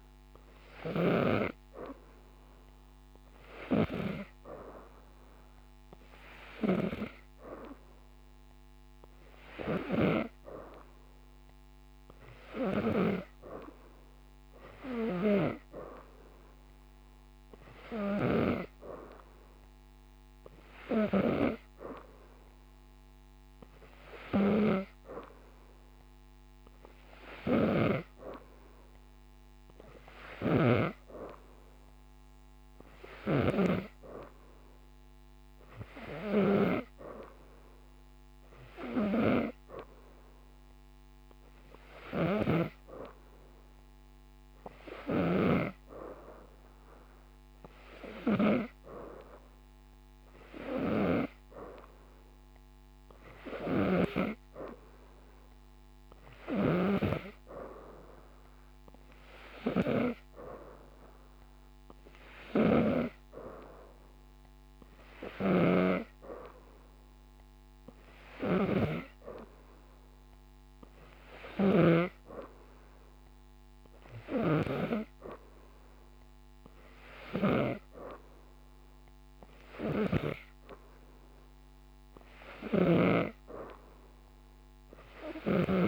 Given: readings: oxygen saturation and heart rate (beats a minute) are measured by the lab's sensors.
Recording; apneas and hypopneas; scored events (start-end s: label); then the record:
breathing in sleep by a microphone on the trachea; none
30.00-33.50 s: snoring (device-marked)
79.50-83.00 s: snoring (device-marked)
From the record:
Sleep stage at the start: N2 (light sleep); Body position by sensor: upright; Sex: female